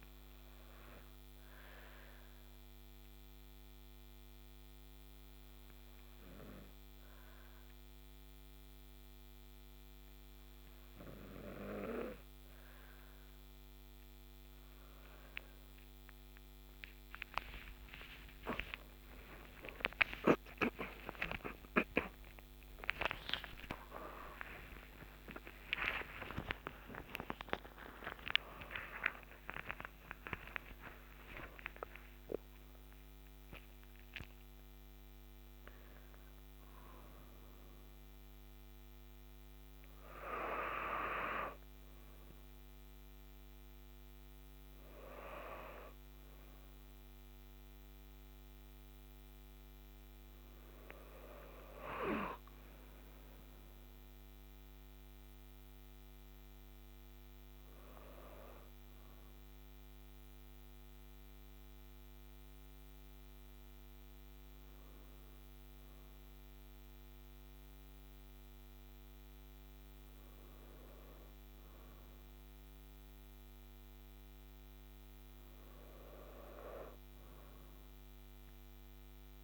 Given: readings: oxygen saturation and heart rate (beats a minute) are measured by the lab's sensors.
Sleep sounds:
breathing in sleep by a microphone on the trachea; 1
1.50-13.50 s: obstructive apnea (oxygen 97% before, 95% lowest, heart rate 152 before, 99 extreme)
17.00-23.00 s: arousal
From the record:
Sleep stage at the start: N2 (light sleep); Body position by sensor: on the right side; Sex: female

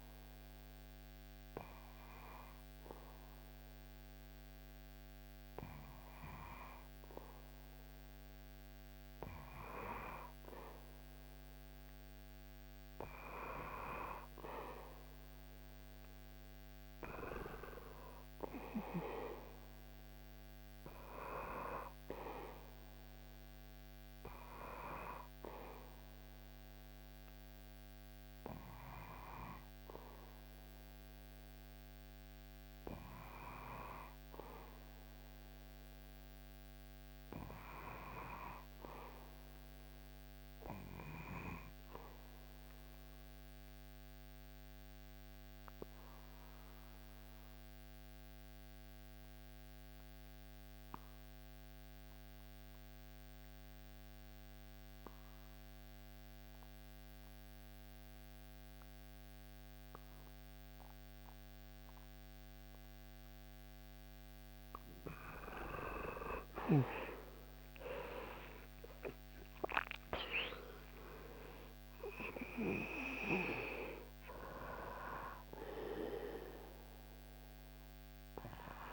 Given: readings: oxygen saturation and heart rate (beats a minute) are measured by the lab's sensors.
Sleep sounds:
breathing in sleep by a microphone on the trachea; 2
0.50-10.50 s: obstructive apnea (oxygen 98% before, 97% lowest, heart rate 75 before, 69 extreme, up 8 after)
14.00-19.50 s: arousal
41.50-63.00 s: obstructive apnea (oxygen 98% before, 91% lowest, heart rate 73 before, 65 extreme, up 18 after)
66.00-71.50 s: arousal
From the record:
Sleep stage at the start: N1 (lightest sleep); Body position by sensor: on the back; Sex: male

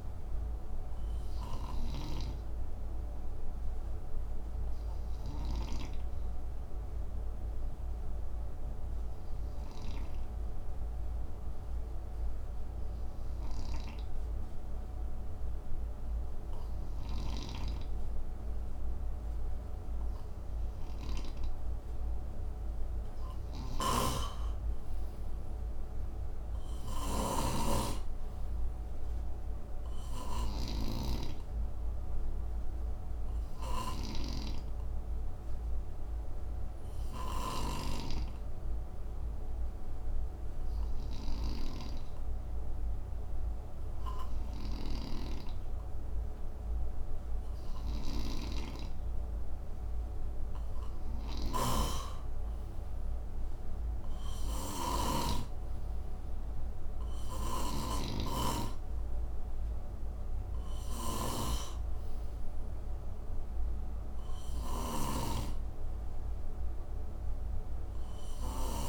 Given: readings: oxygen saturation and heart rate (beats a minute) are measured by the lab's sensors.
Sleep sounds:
breathing in sleep by a room microphone; 2
5.50-21.50 s: obstructive apnea (oxygen 95% before, 92% lowest, heart rate 63 before, 56 extreme, up 10 after)
23.00-68.89 s: snoring (device-marked)
25.00-29.00 s: arousal
30.00-47.00 s: oxygen desaturation (device-marked, oxygen 97% before, 93% lowest, heart rate 64 before, 56 extreme)
35.50-49.00 s: obstructive apnea (oxygen 97% before, 93% lowest, heart rate 64 before, 58 extreme, up 6 after)
52.00-56.50 s: arousal
From the record:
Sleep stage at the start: N2 (light sleep); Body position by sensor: on the right side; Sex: male

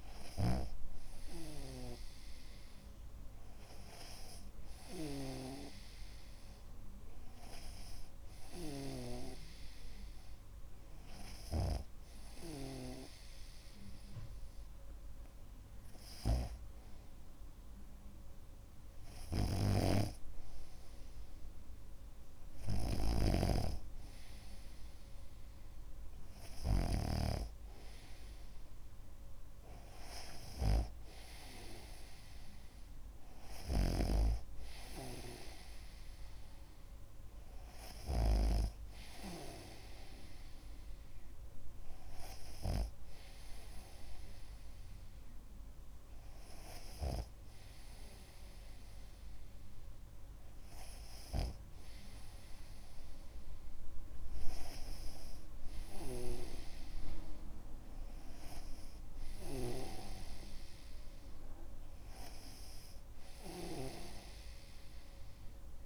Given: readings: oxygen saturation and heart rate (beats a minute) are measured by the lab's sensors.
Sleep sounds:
breathing in sleep by a room microphone; none
0.50-39.00 s: snoring (device-marked)
47.50-52.00 s: snoring (device-marked)
60.00-64.50 s: snoring (device-marked)
From the record:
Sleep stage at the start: N2 (light sleep); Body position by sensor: on the back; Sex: male

